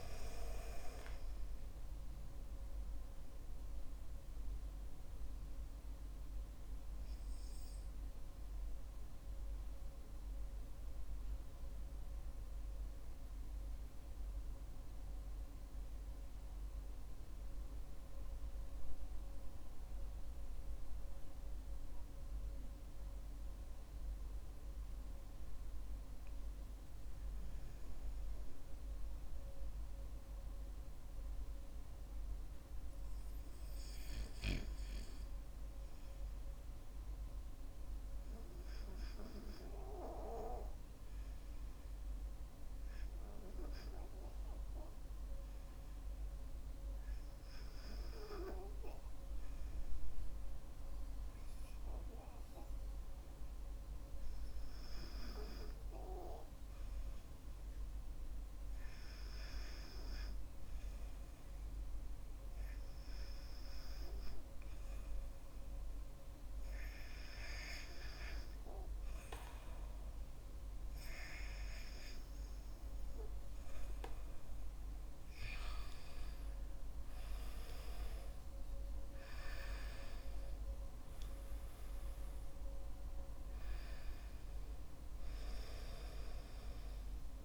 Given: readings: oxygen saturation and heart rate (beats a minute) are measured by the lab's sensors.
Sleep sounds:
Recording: breathing in sleep by a room microphone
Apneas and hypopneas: 1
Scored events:
0.00-8.00 s: oxygen desaturation (device-marked, oxygen 91% lowest, heart rate 45 extreme)
7.50-72.50 s: hypopnea (oxygen 95% before, 87% lowest, heart rate 63 before, 48 extreme, up 18 after)
18.00-29.00 s: oxygen desaturation (device-marked, oxygen 92% before, 87% lowest, heart rate 57 before, 50 extreme)
63.00-87.45 s: oxygen desaturation (device-marked, oxygen 95% before, 91% lowest, heart rate 53 before, 49 extreme)
75.00-79.50 s: arousal
From the record:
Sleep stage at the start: REM sleep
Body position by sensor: on the back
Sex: male

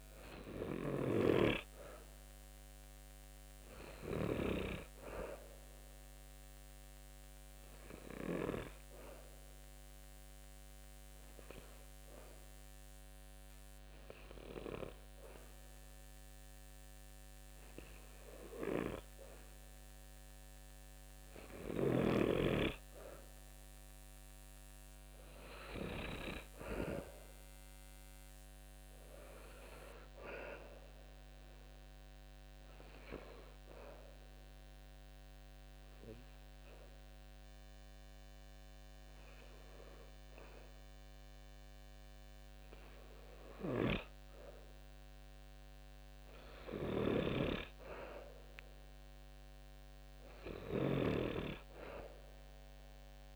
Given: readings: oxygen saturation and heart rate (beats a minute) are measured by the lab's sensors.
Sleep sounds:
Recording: breathing in sleep by a microphone on the trachea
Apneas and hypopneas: 2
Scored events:
0.00-8.00 s: snoring (device-marked)
4.50-26.50 s: oxygen desaturation (device-marked, oxygen 93% before, 90% lowest, heart rate 72 before, 67 extreme)
6.50-18.50 s: hypopnea (oxygen 95% before, 90% lowest, heart rate 72 before, 68 extreme, up 5 after)
20.00-24.50 s: arousal
33.00-43.50 s: obstructive apnea (oxygen 94% before, 90% lowest, heart rate 71 before, 71 extreme, up 3 after)
43.00-50.50 s: snoring (device-marked)
46.00-49.00 s: arousal
From the record:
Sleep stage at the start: N2 (light sleep)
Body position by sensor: on the back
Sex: male

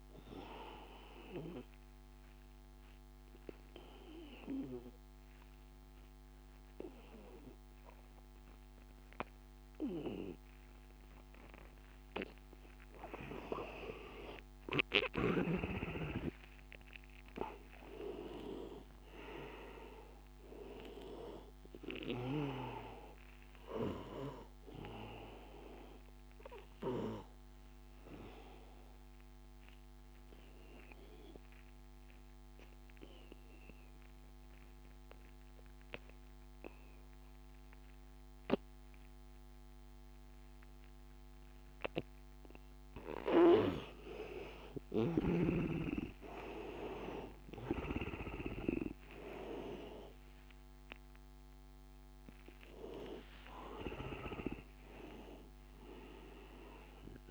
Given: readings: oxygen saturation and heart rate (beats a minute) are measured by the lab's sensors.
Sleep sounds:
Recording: breathing in sleep by a microphone on the trachea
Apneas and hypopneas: 2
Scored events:
1.50-7.50 s: oxygen desaturation (device-marked, oxygen 98% before, 96% lowest, heart rate 94 before, 90 extreme)
2.50-13.00 s: obstructive apnea (oxygen 100% before, 86% lowest, heart rate 94 before, 90 extreme, up 5 after)
15.00-18.00 s: arousal
18.50-37.50 s: oxygen desaturation (device-marked, oxygen 96% before, 87% lowest, heart rate 93 before, 91 extreme)
27.00-43.00 s: obstructive apnea (oxygen 98% before, 86% lowest, heart rate 94 before, 88 extreme, up 1 after)
45.00-49.00 s: arousal
48.50-57.31 s: oxygen desaturation (device-marked, oxygen 99% before, 86% lowest, heart rate 93 before, 85 extreme)
From the record:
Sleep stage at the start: N2 (light sleep)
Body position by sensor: on the back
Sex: male

